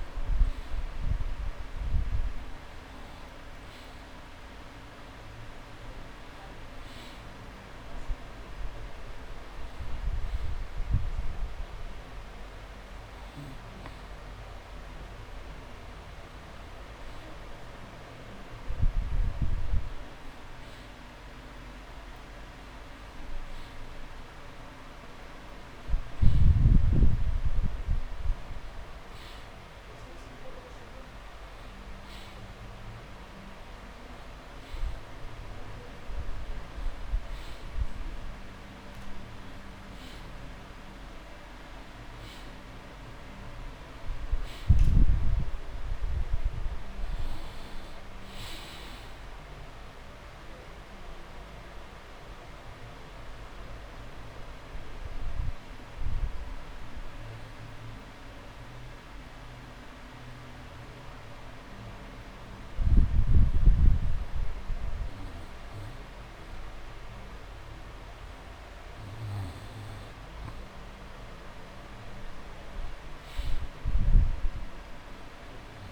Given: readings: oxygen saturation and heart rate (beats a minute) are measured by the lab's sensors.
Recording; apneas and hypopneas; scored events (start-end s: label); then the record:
breathing in sleep, hard to hear, by a room microphone; 1
48.50-52.00 s: arousal
57.00-70.00 s: obstructive apnea (oxygen 96% before, 92% lowest)
74.00-75.92 s: arousal
From the record:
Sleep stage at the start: N2 (light sleep); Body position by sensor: on the back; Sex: male